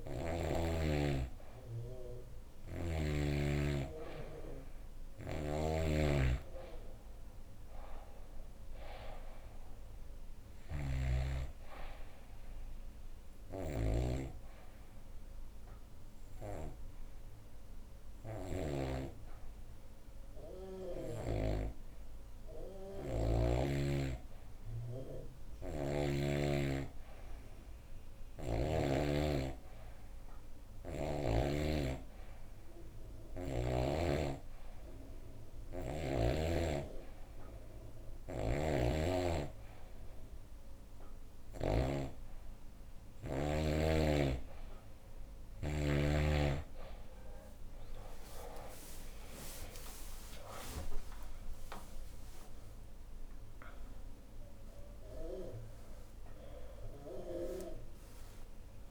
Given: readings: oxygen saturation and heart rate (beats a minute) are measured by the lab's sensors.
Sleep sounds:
breathing in sleep by a room microphone; 1
0.00-3.00 s: snoring (device-marked)
1.00-6.00 s: arousal
2.00-23.00 s: oxygen desaturation (device-marked, oxygen 96% before, 91% lowest, heart rate 73 before, 72 extreme)
5.00-21.50 s: snoring (device-marked)
13.00-24.00 s: hypopnea (oxygen 96% before, 87% lowest, heart rate 73 before, 72 extreme, up 2 after)
24.00-27.00 s: arousal
31.00-58.91 s: oxygen desaturation (device-marked, oxygen 95% before, 87% lowest, heart rate 74 before, 67 extreme)
48.00-52.50 s: arousal
From the record:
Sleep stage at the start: N2 (light sleep); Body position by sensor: on the back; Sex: female

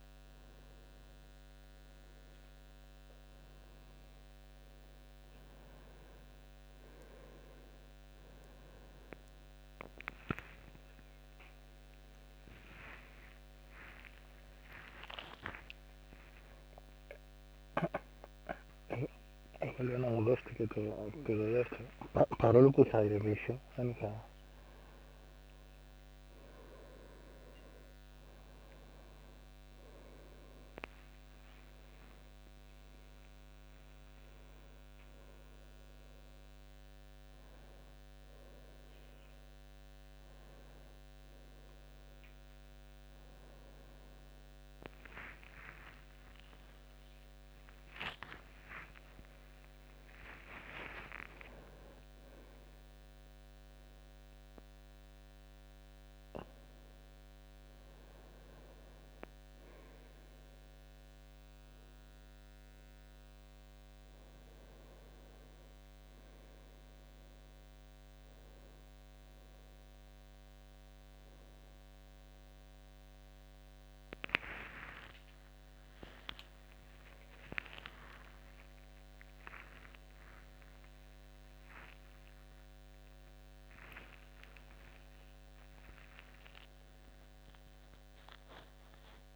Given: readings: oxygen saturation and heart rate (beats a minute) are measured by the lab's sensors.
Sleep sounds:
a person awake in a sleep study, by a microphone on the trachea; none
20.50-89.35 s: new sleep stage, awake
From the record:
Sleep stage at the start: N1 (lightest sleep); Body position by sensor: on the right side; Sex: male

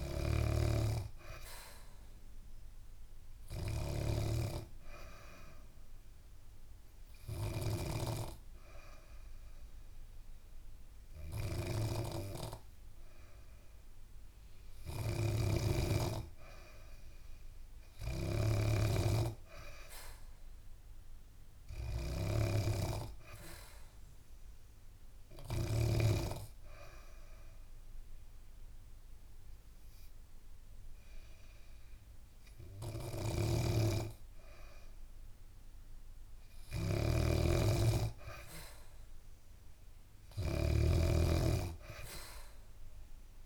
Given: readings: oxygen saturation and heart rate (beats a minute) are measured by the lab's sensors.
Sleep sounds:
breathing in sleep by a room microphone; 1
0.00-7.50 s: snoring (device-marked)
4.00-15.00 s: obstructive apnea (oxygen 95% before, 91% lowest, heart rate 73 before, 71 extreme, up 2 after)
14.50-25.50 s: snoring (device-marked)
17.50-20.00 s: arousal
33.00-40.50 s: snoring (device-marked)
From the record:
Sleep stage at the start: N3 (deep sleep); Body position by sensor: on the back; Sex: female

